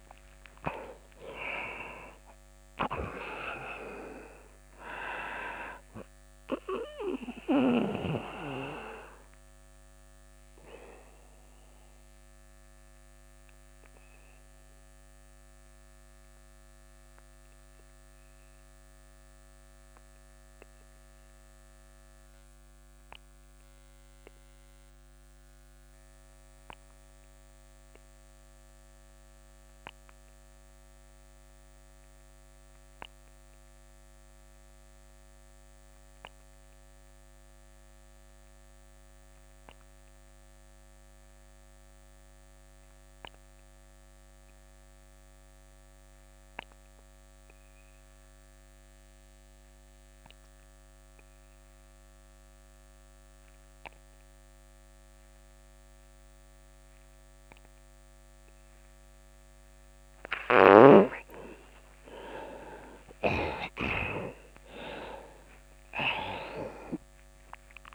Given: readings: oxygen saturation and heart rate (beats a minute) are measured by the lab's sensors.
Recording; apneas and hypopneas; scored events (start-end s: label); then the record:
breathing in sleep by a microphone on the trachea; 1
0.00-28.50 s: oxygen desaturation (device-marked, oxygen 81% lowest)
7.50-59.50 s: obstructive apnea (oxygen 96% before, 80% lowest)
44.50-67.95 s: oxygen desaturation (device-marked, oxygen 99% before, 80% lowest)
61.50-66.50 s: arousal
From the record:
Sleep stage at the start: N2 (light sleep); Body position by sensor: on the back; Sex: male